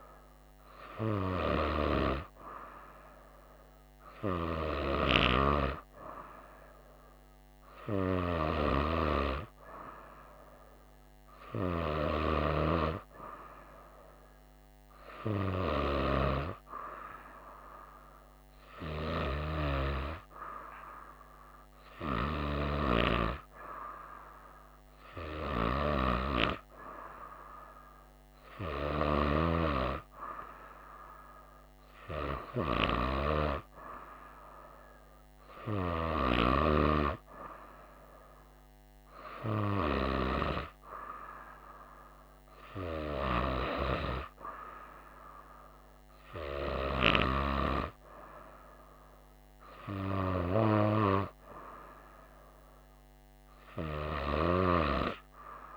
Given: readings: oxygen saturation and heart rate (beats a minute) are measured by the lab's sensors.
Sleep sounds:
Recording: breathing in sleep by a microphone on the trachea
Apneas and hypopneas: none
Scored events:
none scored
From the record:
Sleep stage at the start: N2 (light sleep)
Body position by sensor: on the right side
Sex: female

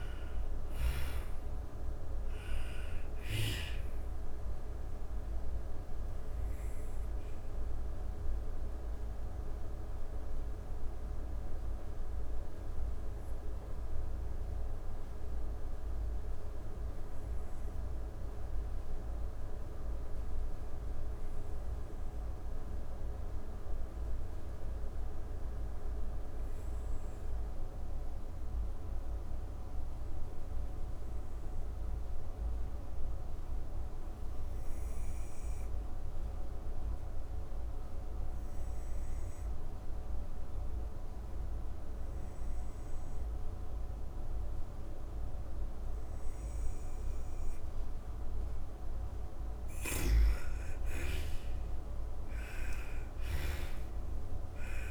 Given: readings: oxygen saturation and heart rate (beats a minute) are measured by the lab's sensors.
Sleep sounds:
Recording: breathing in sleep, hard to hear, by a room microphone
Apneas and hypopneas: 1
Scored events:
0.00-19.00 s: oxygen desaturation (device-marked, oxygen 78% lowest)
4.00-48.00 s: obstructive apnea (oxygen 99% before, 78% lowest)
37.00-54.90 s: oxygen desaturation (device-marked, oxygen 99% before, 84% lowest)
48.50-52.00 s: snoring (device-marked)
49.50-54.00 s: arousal
From the record:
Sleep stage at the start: N2 (light sleep)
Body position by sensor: on the back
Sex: female

